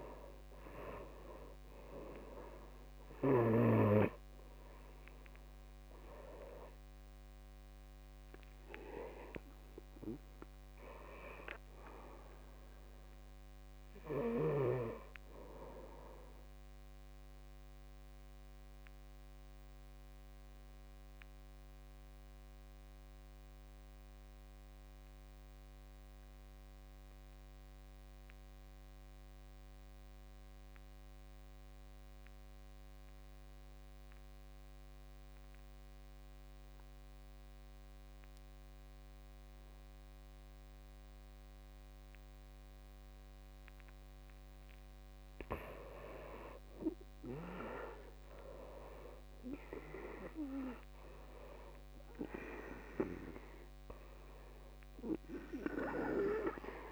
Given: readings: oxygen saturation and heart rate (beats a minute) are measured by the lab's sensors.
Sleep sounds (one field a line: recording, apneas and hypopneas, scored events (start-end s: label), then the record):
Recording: breathing in sleep by a microphone on the trachea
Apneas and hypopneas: 1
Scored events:
0.00-1.00 s: arousal
0.00-16.00 s: oxygen desaturation (device-marked, oxygen 77% lowest, heart rate 53 extreme)
16.00-44.00 s: obstructive apnea (oxygen 96% before, 77% lowest, heart rate 70 before, 53 extreme, up 14 after)
37.00-56.92 s: oxygen desaturation (device-marked, oxygen 97% before, 77% lowest, heart rate 56 before, 53 extreme)
46.00-51.50 s: arousal
From the record:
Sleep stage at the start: N2 (light sleep)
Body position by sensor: on the back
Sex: male